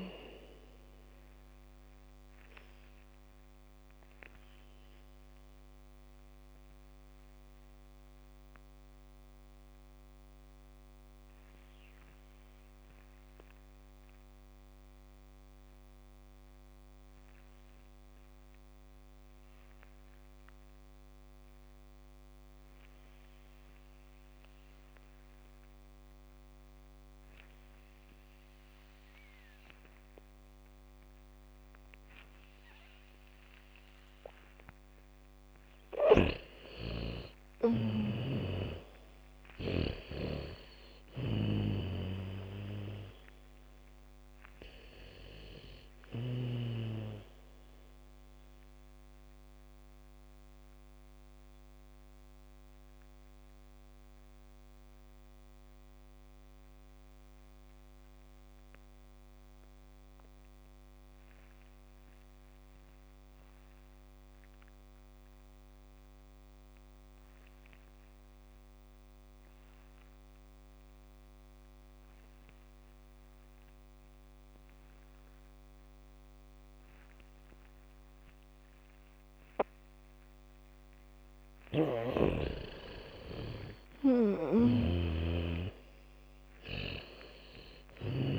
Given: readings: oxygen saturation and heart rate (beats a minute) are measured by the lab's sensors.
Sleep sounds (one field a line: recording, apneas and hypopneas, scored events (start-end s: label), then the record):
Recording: breathing in sleep by a microphone on the trachea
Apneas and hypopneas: 2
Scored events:
0.00-19.00 s: oxygen desaturation (device-marked, oxygen 83% lowest, heart rate 53 extreme)
6.00-35.50 s: mixed apnea (oxygen 99% before, 80% lowest, heart rate 72 before, 53 extreme, up 11 after)
23.00-31.00 s: bradycardia (device-marked, heart rate 72 before, 56 extreme)
28.00-64.00 s: oxygen desaturation (device-marked, oxygen 98% before, 80% lowest, heart rate 74 before, 45 extreme)
33.00-37.00 s: bradycardia (device-marked, heart rate 72 before, 58 extreme)
36.50-40.50 s: snoring (device-marked)
40.00-43.50 s: arousal
49.50-80.00 s: mixed apnea (oxygen 98% before, 77% lowest, heart rate 64 before, 45 extreme, up 0 after)
72.00-88.39 s: oxygen desaturation (device-marked, oxygen 99% before, 77% lowest, heart rate 77 before, 38 extreme)
78.00-86.00 s: bradycardia (device-marked, heart rate 72 before, 53 extreme)
82.00-88.39 s: snoring (device-marked)
83.50-86.50 s: arousal
From the record:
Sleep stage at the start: N2 (light sleep)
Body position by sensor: on the back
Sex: female